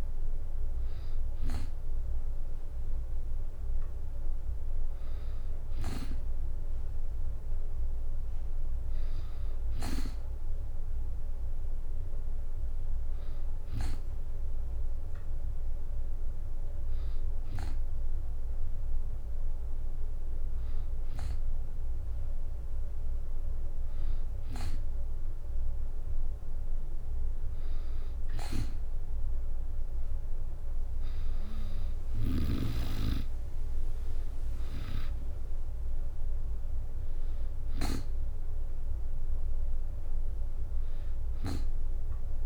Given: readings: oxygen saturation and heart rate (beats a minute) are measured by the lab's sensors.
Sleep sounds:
breathing in sleep by a room microphone; none
30.50-42.46 s: drop in pulse transit time (device-marked, heart rate 65 before, 66 extreme)
From the record:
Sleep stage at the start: N2 (light sleep); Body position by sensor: on the back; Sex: female

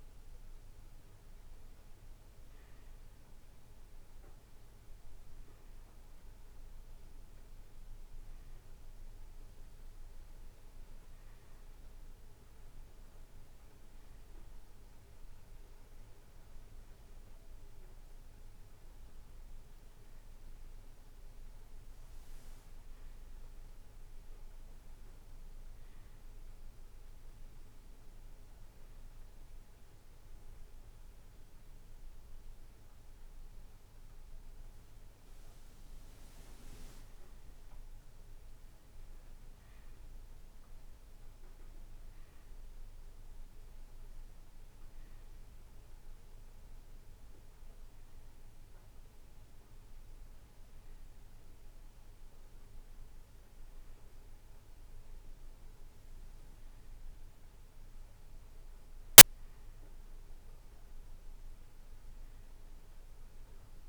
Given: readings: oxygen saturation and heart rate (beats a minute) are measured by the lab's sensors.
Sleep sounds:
breathing in sleep, hard to hear, by a room microphone; none
62.00-63.89 s: new sleep stage, N2 (light sleep)
From the record:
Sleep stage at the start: N1 (lightest sleep); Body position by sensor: on the right side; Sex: male

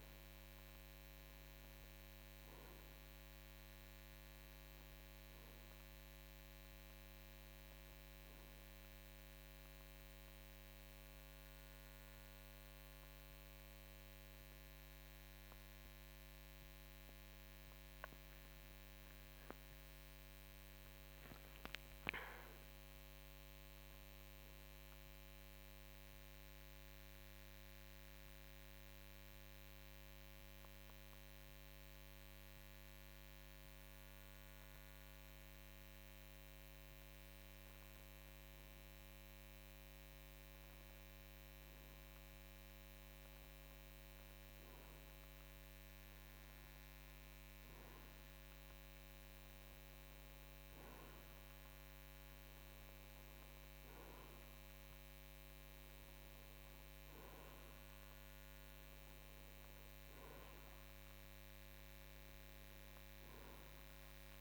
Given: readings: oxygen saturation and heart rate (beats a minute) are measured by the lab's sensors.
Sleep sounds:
breathing in sleep, hard to hear, by a microphone on the trachea; 1
2.00-19.00 s: oxygen desaturation (device-marked, oxygen 96% before, 92% lowest, heart rate 58 before, 55 extreme)
16.50-21.00 s: arousal
24.00-38.00 s: hypopnea (oxygen 96% before, 94% lowest, heart rate 57 before, 55 extreme, up 1 after)
41.50-46.00 s: arousal
From the record:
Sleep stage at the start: N2 (light sleep); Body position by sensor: on the right side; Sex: male

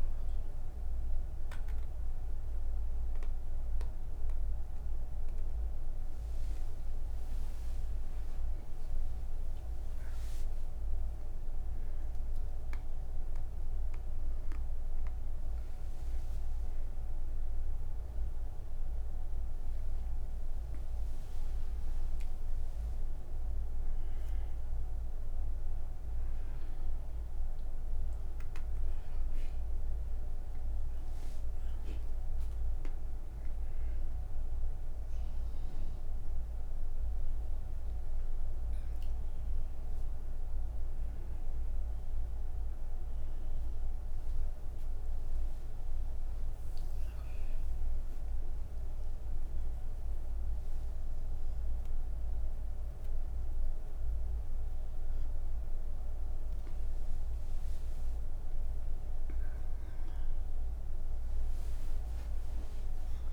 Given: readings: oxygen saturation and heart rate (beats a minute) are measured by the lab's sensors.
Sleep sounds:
breathing in sleep, hard to hear, by a room microphone; none
40.50-63.33 s: oxygen desaturation (device-marked, oxygen 96% before, 93% lowest)
From the record:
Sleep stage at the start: N2 (light sleep); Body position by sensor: on the back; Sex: female

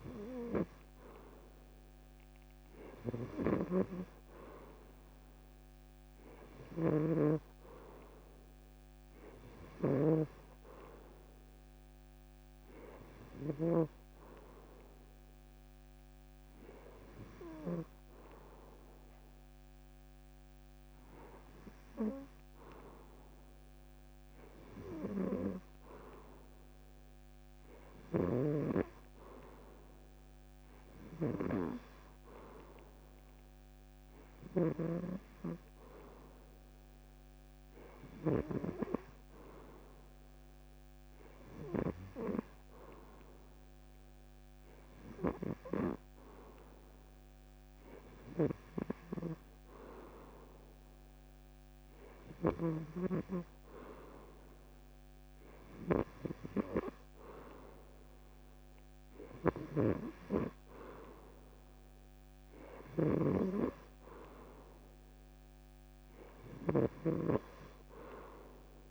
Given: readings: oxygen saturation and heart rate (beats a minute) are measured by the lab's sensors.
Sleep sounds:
breathing in sleep by a microphone on the trachea; none
0.00-18.00 s: oxygen desaturation (device-marked, oxygen 88% lowest, heart rate 76 extreme)
3.00-13.50 s: snoring (device-marked)
34.50-38.50 s: snoring (device-marked)
From the record:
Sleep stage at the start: N2 (light sleep); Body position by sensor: on the back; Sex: male

